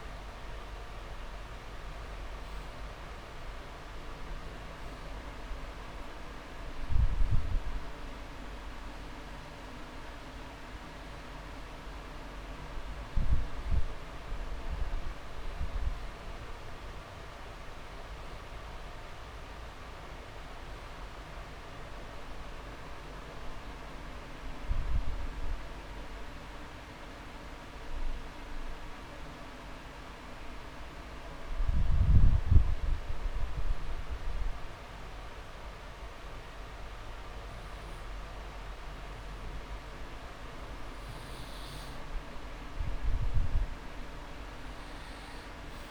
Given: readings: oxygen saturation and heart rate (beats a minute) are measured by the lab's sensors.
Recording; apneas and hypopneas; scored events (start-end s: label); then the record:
breathing in sleep, hard to hear, by a room microphone; 1
0.00-17.50 s: oxygen desaturation (device-marked, oxygen 93% lowest)
19.50-23.50 s: arousal
27.50-40.00 s: obstructive apnea (oxygen 99% before, 92% lowest)
29.00-31.00 s: long interval between heartbeats (device-marked)
43.00-45.00 s: long interval between heartbeats (device-marked)
44.00-45.91 s: arousal
From the record:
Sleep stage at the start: N2 (light sleep); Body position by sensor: on the back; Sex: male